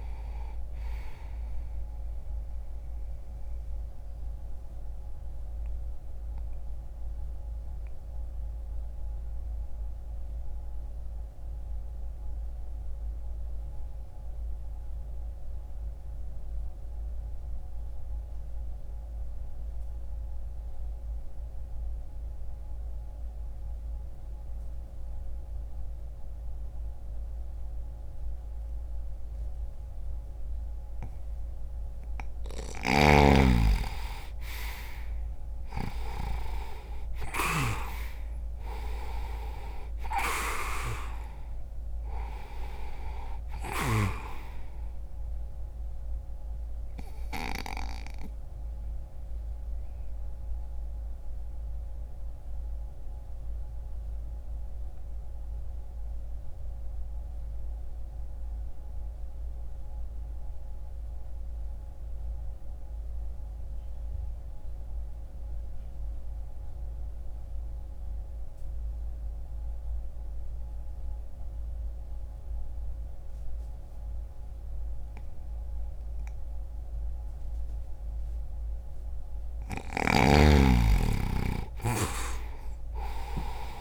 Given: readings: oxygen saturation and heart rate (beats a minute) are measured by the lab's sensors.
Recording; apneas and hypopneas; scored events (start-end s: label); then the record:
breathing in sleep by a room microphone; 2
2.50-31.00 s: obstructive apnea (oxygen 97% before, 85% lowest, heart rate 64 before, 59 extreme, up 0 after)
11.50-25.50 s: oxygen desaturation (device-marked, oxygen 93% before, 85% lowest, heart rate 61 before, 59 extreme)
33.00-37.50 s: arousal
46.50-77.50 s: obstructive apnea (oxygen 99% before, 85% lowest, heart rate 60 before, 60 extreme, up 2 after)
56.50-70.50 s: oxygen desaturation (device-marked, oxygen 93% before, 86% lowest, heart rate 60 before, 60 extreme)
79.00-83.50 s: arousal
79.50-83.81 s: oxygen desaturation (device-marked, oxygen 98% before, 94% lowest, heart rate 60 before, 60 extreme)
From the record:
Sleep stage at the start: N2 (light sleep); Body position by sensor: on the back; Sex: male